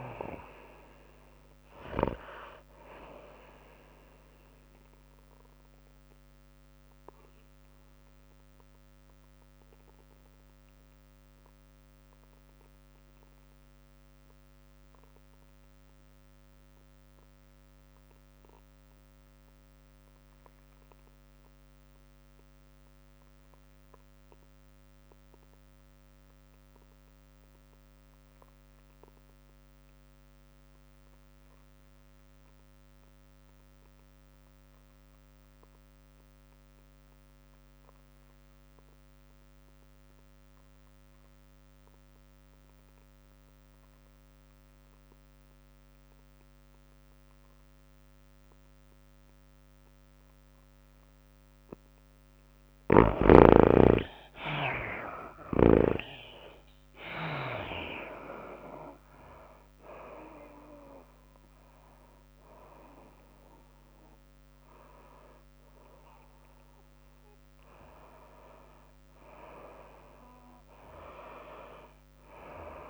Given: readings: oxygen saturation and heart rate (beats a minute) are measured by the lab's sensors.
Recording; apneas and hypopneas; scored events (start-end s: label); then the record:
breathing in sleep by a microphone on the trachea; 1
0.00-1.50 s: arousal
0.00-10.50 s: oxygen desaturation (device-marked, oxygen 77% lowest, heart rate 98 extreme)
0.00-18.50 s: tachycardia (device-marked, heart rate 114 extreme)
6.00-53.00 s: obstructive apnea (oxygen 98% before, 60% lowest, heart rate 109 before, 73 extreme, up 38 after)
22.50-72.90 s: oxygen desaturation (device-marked, oxygen 97% before, 60% lowest, heart rate 106 before, 73 extreme)
54.50-58.00 s: arousal
55.50-72.90 s: tachycardia (device-marked, heart rate 104 before, 115 extreme)
58.50-71.50 s: drop in pulse transit time (device-marked, heart rate 86 before, 106 extreme)
From the record:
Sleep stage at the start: N2 (light sleep); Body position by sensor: on the right side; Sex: female